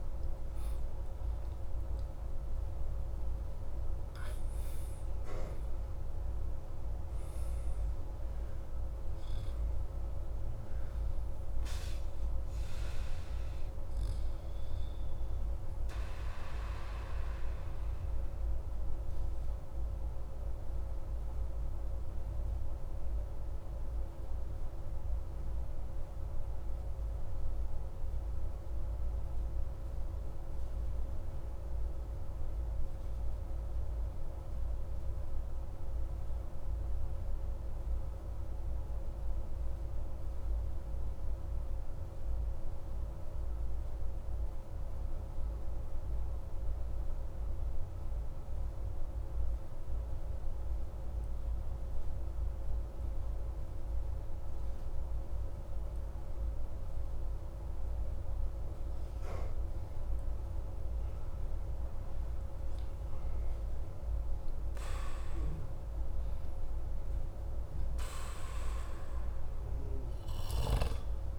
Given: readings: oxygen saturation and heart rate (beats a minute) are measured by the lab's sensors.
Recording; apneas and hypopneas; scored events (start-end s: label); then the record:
breathing in sleep, hard to hear, by a room microphone; 1
0.00-3.50 s: arousal
0.00-38.50 s: oxygen desaturation (device-marked, oxygen 90% lowest)
17.00-61.50 s: obstructive apnea (oxygen 96% before, 90% lowest)
63.50-69.00 s: arousal
From the record:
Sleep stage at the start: N2 (light sleep); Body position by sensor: on the back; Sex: male